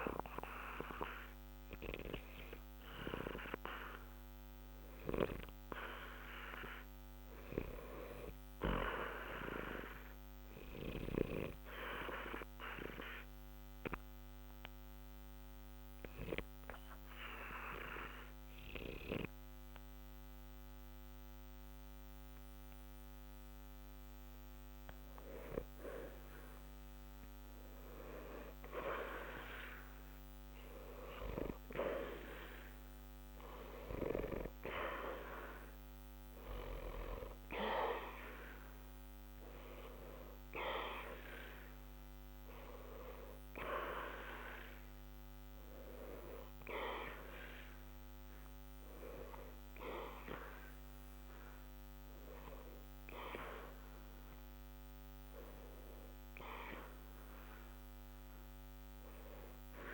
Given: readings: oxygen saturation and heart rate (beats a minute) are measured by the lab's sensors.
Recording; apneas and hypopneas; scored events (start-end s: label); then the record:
breathing in sleep by a microphone on the trachea; 1
12.50-25.00 s: obstructive apnea (oxygen 93% before, 88% lowest, heart rate 61 before, 60 extreme, up 0 after)
28.00-31.50 s: arousal
From the record:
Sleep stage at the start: N2 (light sleep); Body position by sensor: on the back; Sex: male